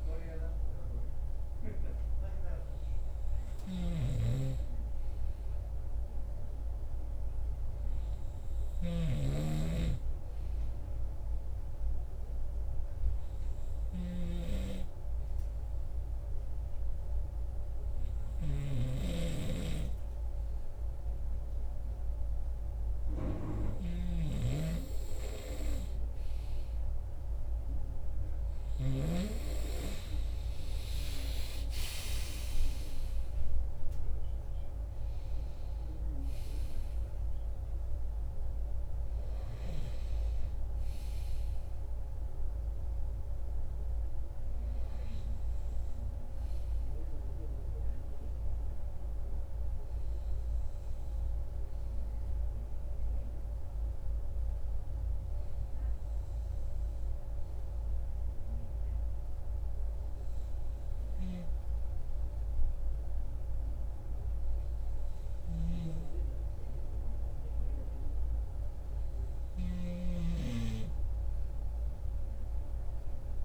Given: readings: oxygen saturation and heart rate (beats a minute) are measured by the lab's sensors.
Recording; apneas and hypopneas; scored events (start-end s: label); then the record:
breathing in sleep by a room microphone; 1
12.50-25.50 s: hypopnea (oxygen 96% before, 93% lowest)
30.00-35.50 s: arousal
From the record:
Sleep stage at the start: N2 (light sleep); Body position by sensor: on the right side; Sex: male